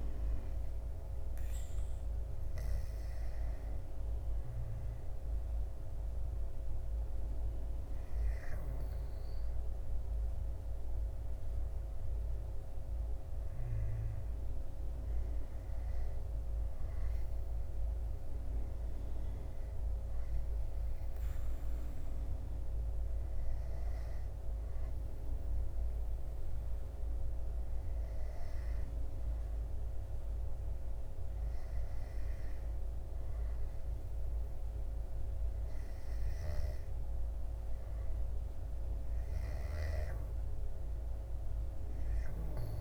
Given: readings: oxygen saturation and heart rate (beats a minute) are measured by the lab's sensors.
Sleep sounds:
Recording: breathing in sleep, hard to hear, by a room microphone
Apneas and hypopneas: 1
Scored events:
1.00-12.00 s: hypopnea (oxygen 96% before, 93% lowest, heart rate 72 before, 64 extreme, up 7 after)
14.00-16.50 s: arousal
From the record:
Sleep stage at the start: N2 (light sleep)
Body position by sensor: on the back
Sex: male

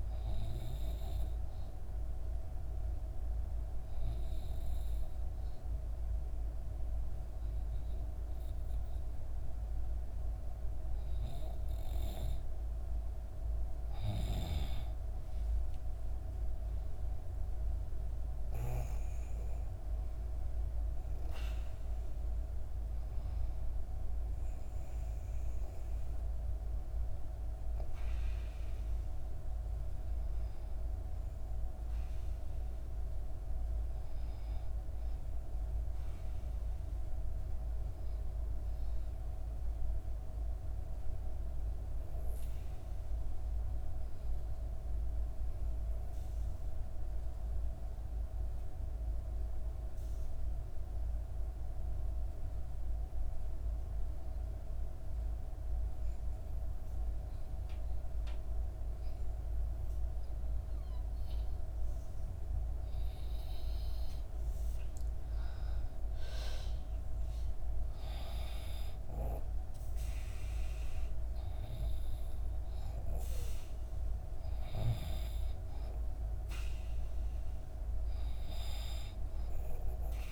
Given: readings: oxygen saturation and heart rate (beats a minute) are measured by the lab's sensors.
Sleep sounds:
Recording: breathing in sleep, hard to hear, by a room microphone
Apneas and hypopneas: 2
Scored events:
0.50-12.50 s: obstructive apnea (oxygen 97% before, 91% lowest, heart rate 59 before, 58 extreme, up 6 after)
15.00-19.00 s: arousal
43.50-64.00 s: obstructive apnea (oxygen 96% before, 89% lowest, heart rate 61 before, 59 extreme, up 5 after)
59.00-80.32 s: oxygen desaturation (device-marked, oxygen 96% before, 89% lowest, heart rate 60 before, 59 extreme)
64.50-68.50 s: arousal
From the record:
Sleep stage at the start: N2 (light sleep)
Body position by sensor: on the back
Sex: female

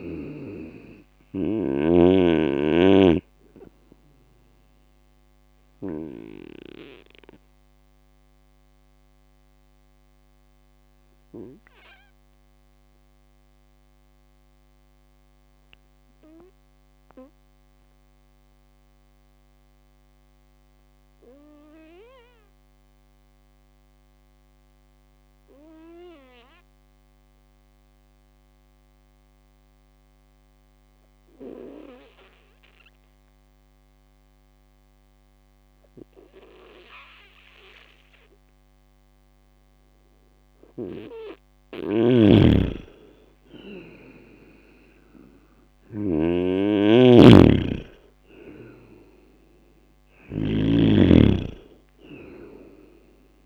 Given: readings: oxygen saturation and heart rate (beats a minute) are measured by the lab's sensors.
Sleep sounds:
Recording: breathing in sleep by a microphone on the trachea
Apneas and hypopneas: 1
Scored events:
5.00-40.00 s: obstructive apnea (oxygen 99% before, 94% lowest)
14.50-27.50 s: oxygen desaturation (device-marked, oxygen 98% before, 94% lowest)
41.50-50.50 s: snoring (device-marked)
42.50-46.50 s: arousal
From the record:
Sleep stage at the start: N2 (light sleep)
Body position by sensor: on the right side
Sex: male

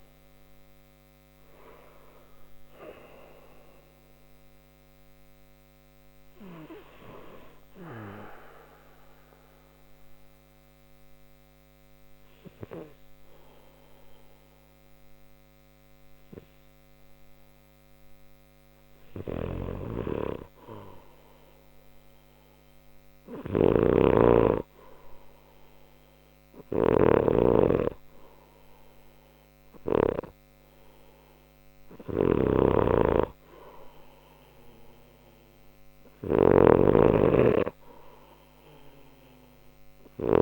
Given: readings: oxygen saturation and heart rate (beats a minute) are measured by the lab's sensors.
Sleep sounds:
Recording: breathing in sleep by a microphone on the trachea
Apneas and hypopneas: 1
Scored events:
0.00-5.50 s: oxygen desaturation (device-marked, oxygen 89% lowest, heart rate 59 extreme)
6.50-18.50 s: hypopnea (oxygen 95% before, 89% lowest, heart rate 84 before, 59 extreme, up 4 after)
19.00-40.42 s: snoring (device-marked)
21.50-26.00 s: arousal
From the record:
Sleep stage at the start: N2 (light sleep)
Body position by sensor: on the left side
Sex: male

